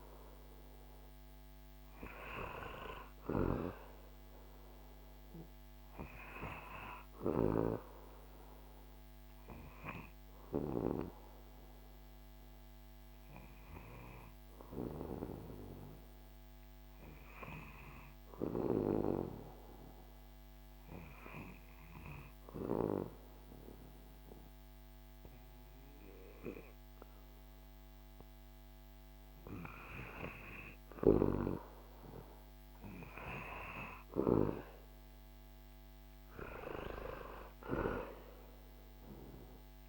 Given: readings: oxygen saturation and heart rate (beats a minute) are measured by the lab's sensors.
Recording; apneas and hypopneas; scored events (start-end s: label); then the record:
breathing in sleep by a microphone on the trachea; 1
10.00-28.50 s: hypopnea (oxygen 95% before, 92% lowest, heart rate 76 before, 73 extreme, up 3 after)
34.00-39.00 s: arousal
From the record:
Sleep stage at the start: N2 (light sleep); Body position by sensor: on the back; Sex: male